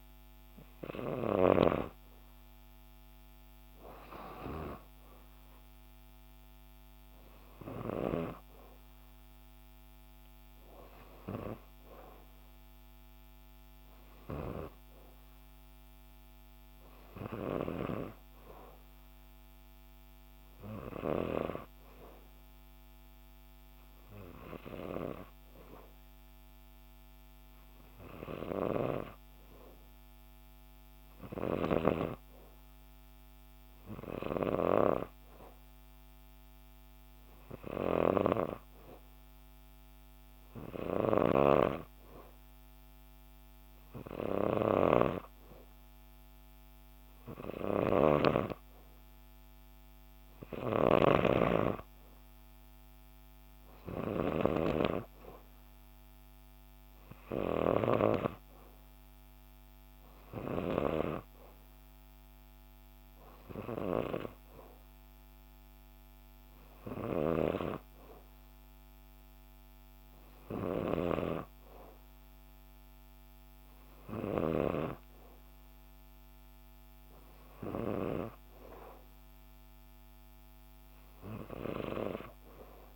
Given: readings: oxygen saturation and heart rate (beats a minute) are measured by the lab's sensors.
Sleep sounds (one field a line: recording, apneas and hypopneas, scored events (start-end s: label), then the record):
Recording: breathing in sleep by a microphone on the trachea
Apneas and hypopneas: 1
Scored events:
0.00-1.00 s: arousal
25.00-44.00 s: hypopnea (oxygen 94% before, 90% lowest, heart rate 60 before, 60 extreme, up 0 after)
44.50-48.00 s: arousal
45.50-69.50 s: oxygen desaturation (device-marked, oxygen 94% before, 90% lowest, heart rate 61 before, 59 extreme)
From the record:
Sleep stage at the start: N2 (light sleep)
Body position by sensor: on the right side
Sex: female